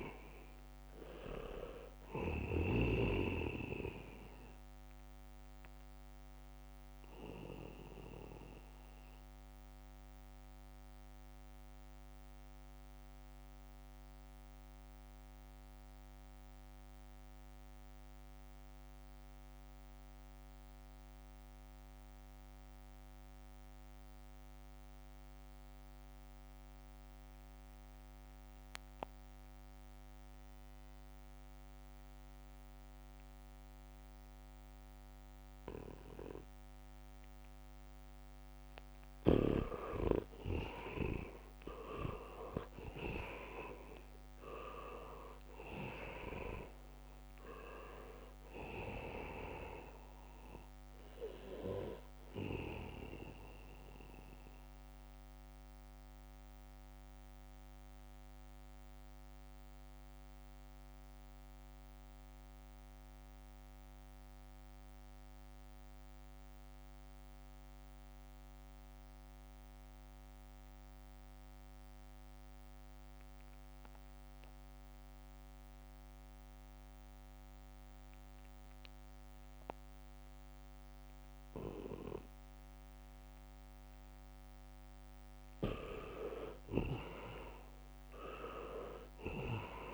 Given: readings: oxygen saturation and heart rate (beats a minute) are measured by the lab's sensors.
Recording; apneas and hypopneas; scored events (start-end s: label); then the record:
breathing in sleep by a microphone on the trachea; 2
0.00-3.00 s: snoring (device-marked)
0.00-21.50 s: oxygen desaturation (device-marked, oxygen 79% lowest, heart rate 63 extreme)
5.50-37.50 s: mixed apnea (oxygen 99% before, 77% lowest, heart rate 67 before, 63 extreme, up 1 after)
29.50-67.50 s: oxygen desaturation (device-marked, oxygen 99% before, 77% lowest, heart rate 69 before, 62 extreme)
40.50-44.50 s: arousal
55.50-84.00 s: mixed apnea (oxygen 98% before, 77% lowest, heart rate 67 before, 62 extreme, up 3 after)
79.50-89.94 s: oxygen desaturation (device-marked, oxygen 99% before, 77% lowest, heart rate 71 before, 62 extreme)
85.50-87.50 s: leg movement (device-marked)
87.50-89.94 s: arousal
87.50-89.94 s: leg movement (device-marked)
From the record:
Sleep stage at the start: N2 (light sleep); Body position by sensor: on the back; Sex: male